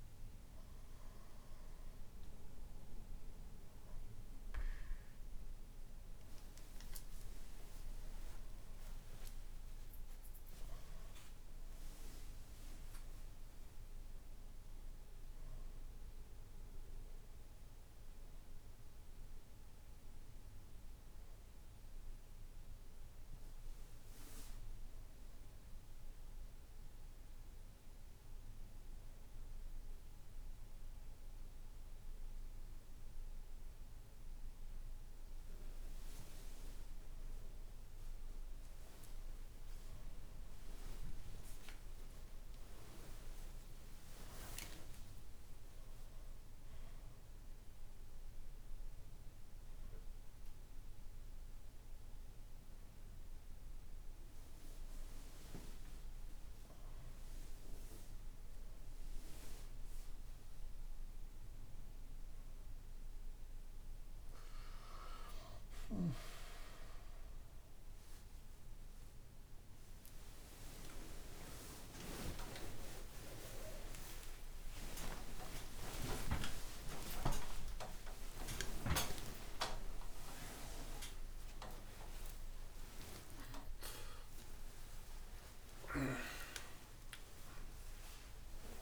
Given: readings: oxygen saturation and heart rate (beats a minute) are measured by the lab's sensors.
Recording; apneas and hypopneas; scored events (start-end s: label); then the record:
a person awake in a sleep study, by a room microphone; none
6.00-10.50 s: arousal
32.50-88.82 s: new sleep stage, awake
70.50-82.50 s: tachycardia (device-marked, heart rate 67 before, 158 extreme)
From the record:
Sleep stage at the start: N2 (light sleep); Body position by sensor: on the back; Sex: male